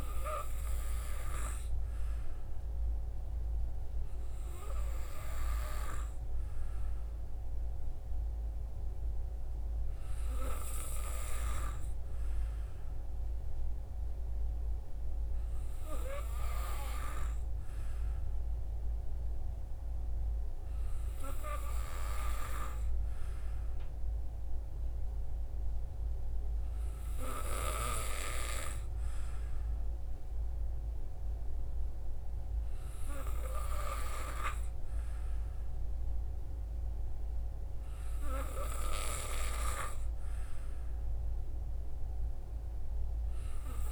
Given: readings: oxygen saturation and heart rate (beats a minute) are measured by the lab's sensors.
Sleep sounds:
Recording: breathing in sleep by a room microphone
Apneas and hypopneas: none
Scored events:
none scored
From the record:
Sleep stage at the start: N2 (light sleep)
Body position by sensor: on the back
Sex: male

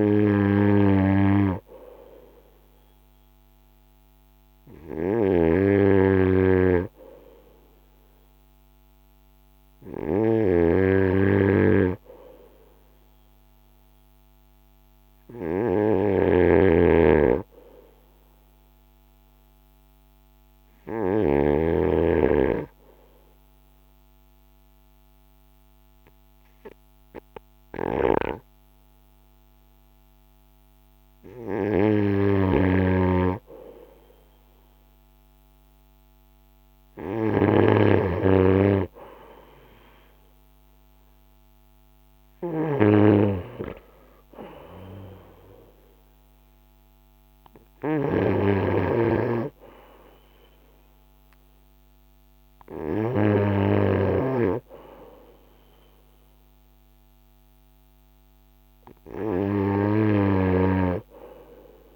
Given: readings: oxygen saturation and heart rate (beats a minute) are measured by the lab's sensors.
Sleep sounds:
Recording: breathing in sleep by a microphone on the trachea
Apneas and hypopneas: 1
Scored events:
5.00-21.50 s: snoring (device-marked)
7.50-12.00 s: arousal
18.50-32.00 s: hypopnea (oxygen 95% before, 90% lowest, heart rate 46 before, 45 extreme, up 11 after)
35.00-38.00 s: arousal
42.00-48.00 s: snoring (device-marked)
55.00-61.96 s: oxygen desaturation (device-marked, oxygen 93% before, 90% lowest, heart rate 57 before, 38 extreme)
60.00-61.96 s: snoring (device-marked)
From the record:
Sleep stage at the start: N2 (light sleep)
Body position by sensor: on the front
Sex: male

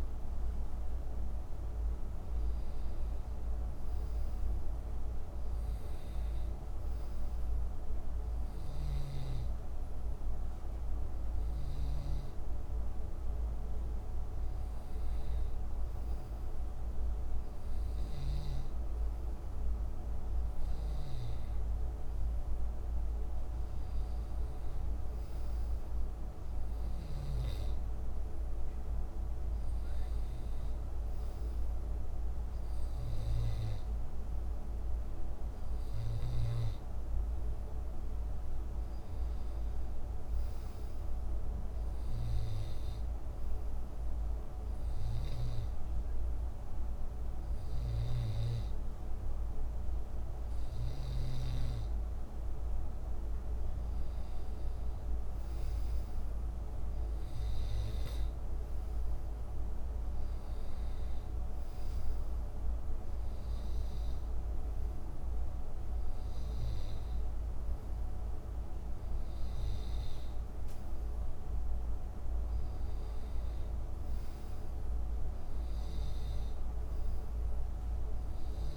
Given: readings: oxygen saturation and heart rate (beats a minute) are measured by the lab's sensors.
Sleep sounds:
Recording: breathing in sleep, hard to hear, by a room microphone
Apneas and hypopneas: 1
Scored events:
44.50-55.50 s: hypopnea (oxygen 92% before, 90% lowest, heart rate 76 before, 73 extreme, up 5 after)
48.00-52.00 s: snoring (device-marked)
58.00-62.00 s: arousal
From the record:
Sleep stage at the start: N2 (light sleep)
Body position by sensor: on the back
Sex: male

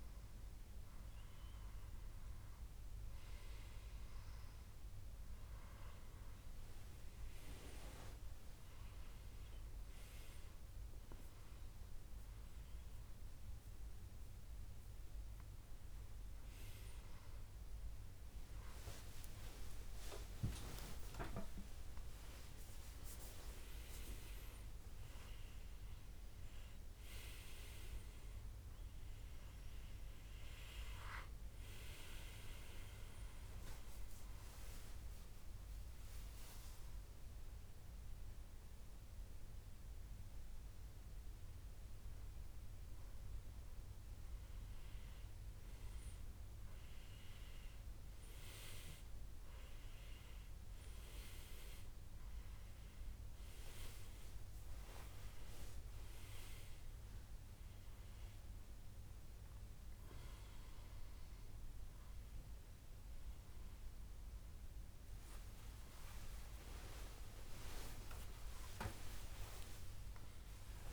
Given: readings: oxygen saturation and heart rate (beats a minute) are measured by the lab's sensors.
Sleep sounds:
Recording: breathing in sleep by a room microphone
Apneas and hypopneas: 1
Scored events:
19.00-22.00 s: arousal
33.00-44.50 s: hypopnea (oxygen 97% before, 95% lowest, heart rate 82 before, 76 extreme, up 4 after)
37.00-39.00 s: long interval between heartbeats (device-marked, heart rate 82 before, 90 extreme)
48.50-52.50 s: arousal
From the record:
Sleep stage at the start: N1 (lightest sleep)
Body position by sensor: on the back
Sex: male

